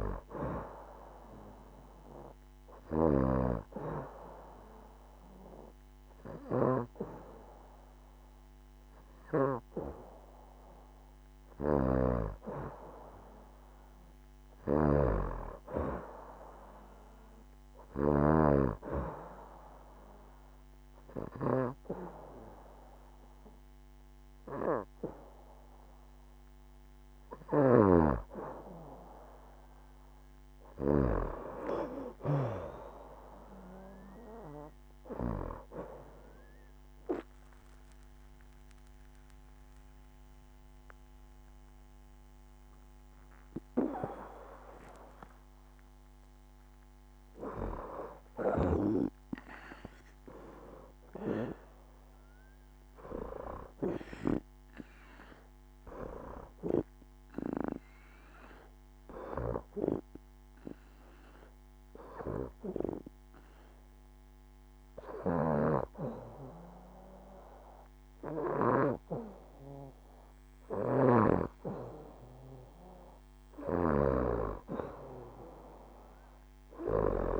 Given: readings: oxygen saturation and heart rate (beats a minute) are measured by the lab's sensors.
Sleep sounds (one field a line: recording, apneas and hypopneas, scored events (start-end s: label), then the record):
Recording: breathing in sleep by a microphone on the trachea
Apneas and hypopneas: 3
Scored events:
10.00-13.50 s: arousal
18.00-28.00 s: obstructive apnea (oxygen 93% before, 88% lowest, heart rate 71 before, 70 extreme, up 0 after)
36.00-46.50 s: obstructive apnea (oxygen 93% before, 88% lowest, heart rate 71 before, 66 extreme, up 7 after)
39.00-54.00 s: oxygen desaturation (device-marked, oxygen 93% before, 88% lowest, heart rate 72 before, 66 extreme)
50.00-54.00 s: arousal
58.00-71.00 s: hypopnea (oxygen 94% before, 90% lowest, heart rate 78 before, 66 extreme, up 3 after)
60.00-75.00 s: oxygen desaturation (device-marked, oxygen 96% before, 91% lowest, heart rate 78 before, 66 extreme)
75.00-77.40 s: arousal
From the record:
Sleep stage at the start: N2 (light sleep)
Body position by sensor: on the back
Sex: female